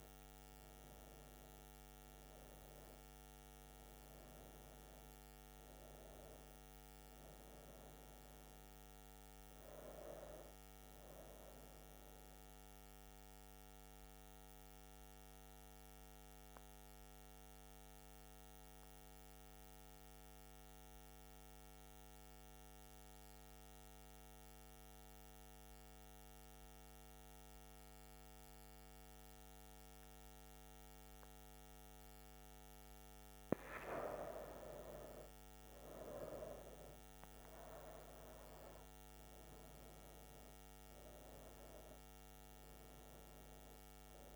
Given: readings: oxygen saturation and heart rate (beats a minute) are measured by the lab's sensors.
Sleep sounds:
breathing in sleep by a microphone on the trachea; 1
0.00-16.00 s: oxygen desaturation (device-marked, oxygen 92% lowest, heart rate 61 extreme)
13.00-32.50 s: central apnea (oxygen 97% before, 92% lowest, heart rate 80 before, 61 extreme, up 11 after)
34.50-38.50 s: arousal
35.00-44.36 s: oxygen desaturation (device-marked, oxygen 98% before, 93% lowest, heart rate 64 before, 63 extreme)
From the record:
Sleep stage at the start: N2 (light sleep); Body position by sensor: on the front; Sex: female

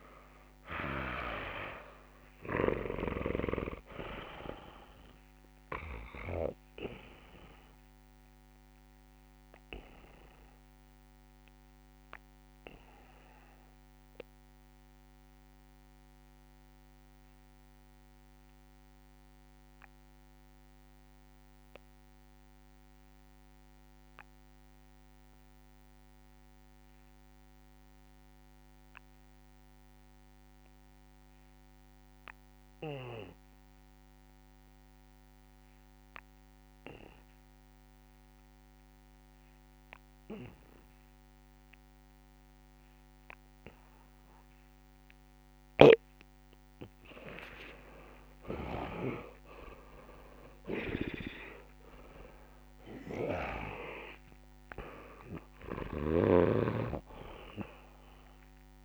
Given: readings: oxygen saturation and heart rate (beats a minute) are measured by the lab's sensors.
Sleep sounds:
breathing in sleep by a microphone on the trachea; 1
0.00-1.00 s: arousal
0.00-2.00 s: oxygen desaturation (device-marked, oxygen 90% lowest, heart rate 26 extreme)
0.00-6.50 s: snoring (device-marked)
6.00-8.00 s: long interval between heartbeats (device-marked, heart rate 64 before, 32 extreme)
8.00-23.00 s: oxygen desaturation (device-marked, oxygen 92% before, 81% lowest, heart rate 61 before, 63 extreme)
10.50-45.50 s: obstructive apnea (oxygen 99% before, 81% lowest, heart rate 59 before, 25 extreme, up 4 after)
35.00-58.85 s: oxygen desaturation (device-marked, oxygen 99% before, 81% lowest, heart rate 66 before, 25 extreme)
45.50-53.50 s: snoring (device-marked)
47.00-49.00 s: long interval between heartbeats (device-marked, heart rate 67 before, 70 extreme)
47.00-51.50 s: arousal
From the record:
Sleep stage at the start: N2 (light sleep); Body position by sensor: on the back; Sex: male

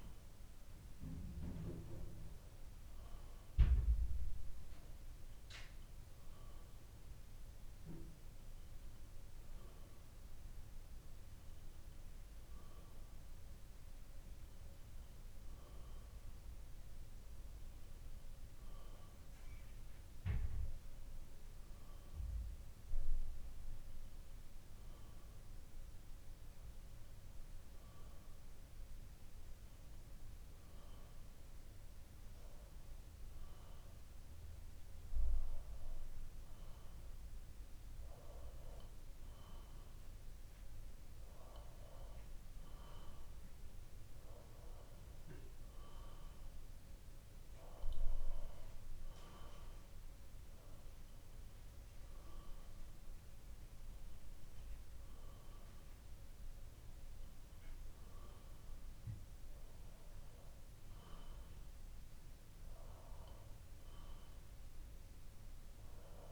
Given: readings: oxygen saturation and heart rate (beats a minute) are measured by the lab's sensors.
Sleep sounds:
breathing in sleep by a room microphone; none
none scored
From the record:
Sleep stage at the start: N2 (light sleep); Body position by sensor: on the back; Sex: male

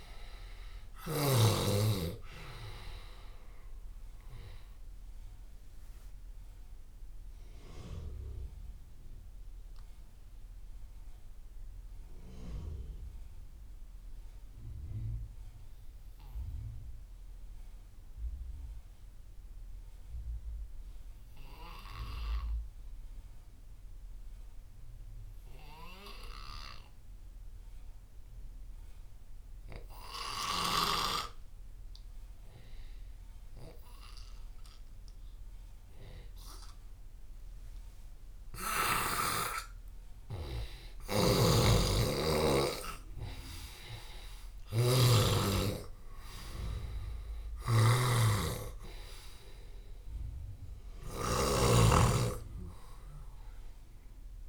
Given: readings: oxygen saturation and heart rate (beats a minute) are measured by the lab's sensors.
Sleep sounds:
breathing in sleep by a room microphone; 1
0.00-1.00 s: snoring (device-marked)
0.00-20.00 s: oxygen desaturation (device-marked, oxygen 89% lowest)
5.50-38.00 s: obstructive apnea (oxygen 98% before, 88% lowest)
35.00-54.48 s: oxygen desaturation (device-marked, oxygen 98% before, 88% lowest)
38.00-42.50 s: arousal
41.00-51.50 s: snoring (device-marked)
From the record:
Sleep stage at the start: N2 (light sleep); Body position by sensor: on the left side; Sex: male

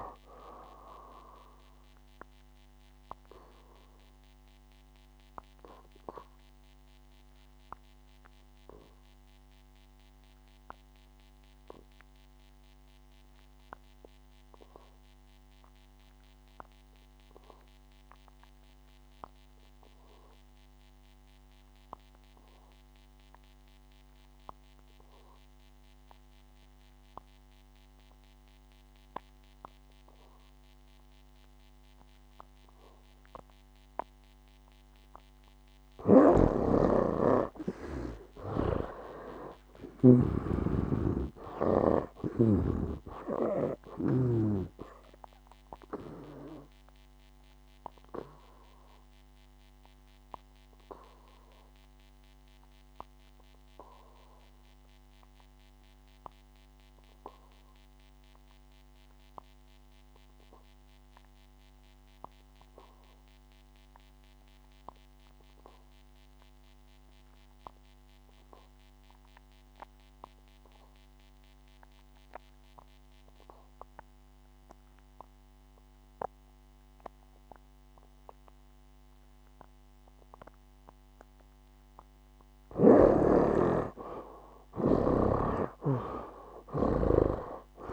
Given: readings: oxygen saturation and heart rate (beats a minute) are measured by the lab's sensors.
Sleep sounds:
breathing in sleep by a microphone on the trachea; 2
0.00-23.50 s: oxygen desaturation (device-marked, oxygen 72% lowest, heart rate 60 extreme)
4.00-35.50 s: obstructive apnea (oxygen 99% before, 72% lowest, heart rate 70 before, 58 extreme, up 13 after)
34.50-69.50 s: oxygen desaturation (device-marked, oxygen 98% before, 75% lowest, heart rate 62 before, 57 extreme)
36.50-40.50 s: snoring (device-marked)
38.00-42.50 s: arousal
45.50-82.00 s: obstructive apnea (oxygen 98% before, 69% lowest, heart rate 66 before, 57 extreme, up 15 after)
74.50-87.93 s: oxygen desaturation (device-marked, oxygen 96% before, 69% lowest, heart rate 59 before, 56 extreme)
83.00-87.50 s: snoring (device-marked)
84.00-87.93 s: arousal
From the record:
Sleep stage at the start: N2 (light sleep); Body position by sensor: on the back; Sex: male

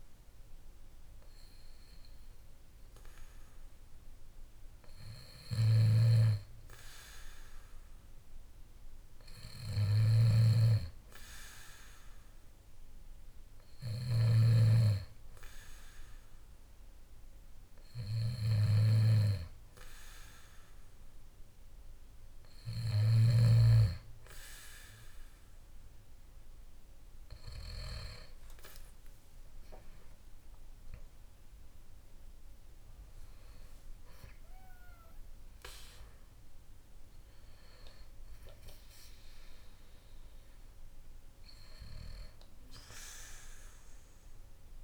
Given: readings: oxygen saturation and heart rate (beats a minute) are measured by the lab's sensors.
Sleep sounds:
breathing in sleep by a room microphone; none
5.50-23.50 s: snoring (device-marked)
28.50-32.00 s: arousal
From the record:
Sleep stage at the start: N2 (light sleep); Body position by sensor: on the back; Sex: male

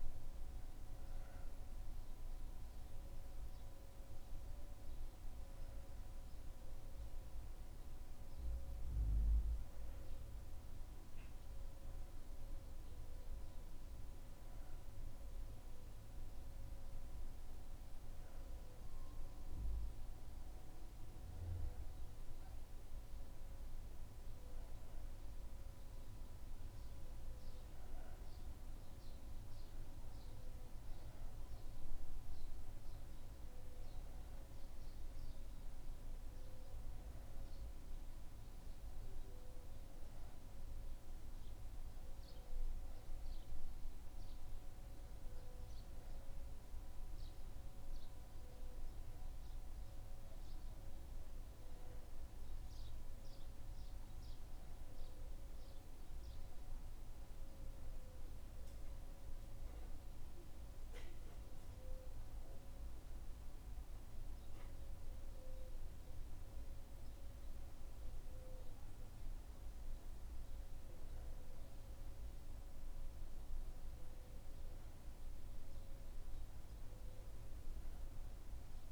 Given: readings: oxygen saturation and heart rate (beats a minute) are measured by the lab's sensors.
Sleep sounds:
breathing in sleep, hard to hear, by a room microphone; 1
58.50-69.50 s: hypopnea (oxygen 95% before, 92% lowest, heart rate 77 before, 76 extreme, up 0 after)
72.00-77.00 s: arousal
From the record:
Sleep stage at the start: N1 (lightest sleep); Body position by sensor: on the back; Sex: male

